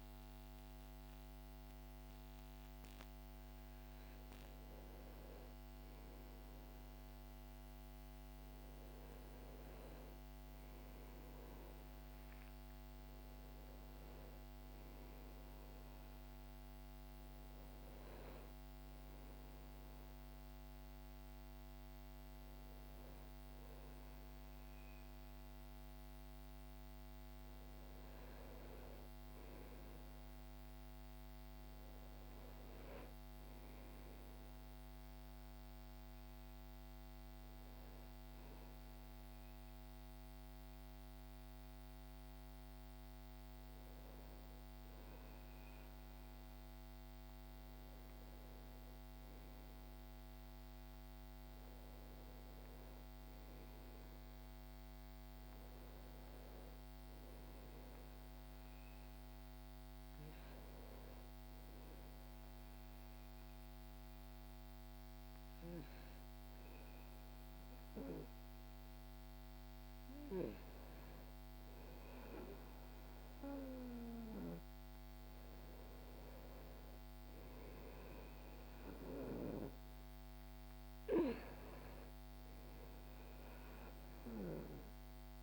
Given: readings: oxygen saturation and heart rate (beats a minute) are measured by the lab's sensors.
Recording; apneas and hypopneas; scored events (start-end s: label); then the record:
a person awake in a sleep study, hard to hear, by a microphone on the trachea; none
57.50-85.42 s: new sleep stage, N1 (lightest sleep)
From the record:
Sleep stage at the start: awake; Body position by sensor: on the back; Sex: male